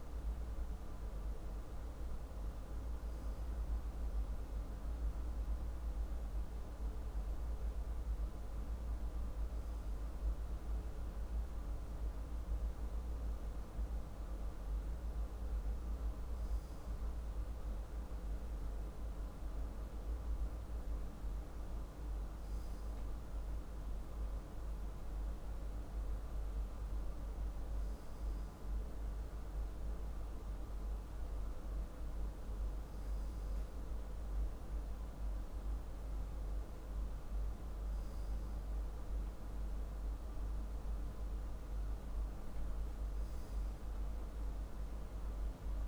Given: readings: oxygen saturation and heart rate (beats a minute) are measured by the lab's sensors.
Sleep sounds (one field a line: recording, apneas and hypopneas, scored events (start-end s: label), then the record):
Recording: breathing in sleep, hard to hear, by a room microphone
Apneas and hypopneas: none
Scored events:
none scored
From the record:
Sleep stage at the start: N2 (light sleep)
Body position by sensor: on the left side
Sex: male